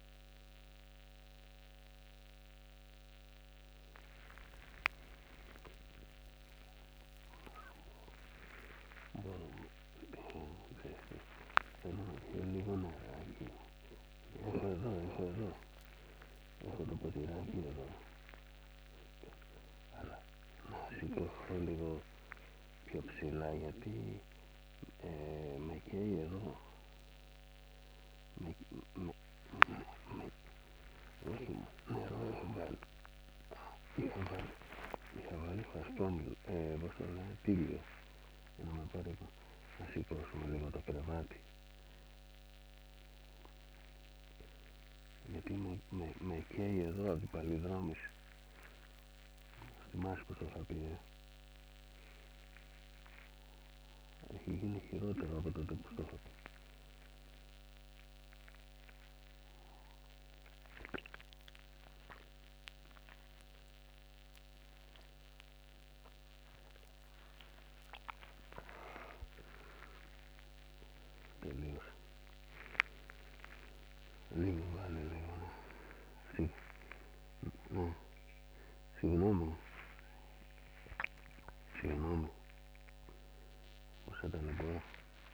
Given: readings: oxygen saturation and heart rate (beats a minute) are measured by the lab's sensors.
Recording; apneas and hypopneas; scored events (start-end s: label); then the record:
a person awake in a sleep study, by a microphone on the trachea; none
5.00-7.00 s: long interval between heartbeats (device-marked, heart rate 96 before, 100 extreme)
12.50-14.50 s: long interval between heartbeats (device-marked, heart rate 95 before, 111 extreme)
17.00-19.00 s: long interval between heartbeats (device-marked, heart rate 102 before, 157 extreme)
34.50-36.50 s: long interval between heartbeats (device-marked, heart rate 118 before, 109 extreme)
36.00-40.50 s: snoring (device-marked)
46.50-55.00 s: snoring (device-marked)
From the record:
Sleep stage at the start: awake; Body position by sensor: on the right side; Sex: male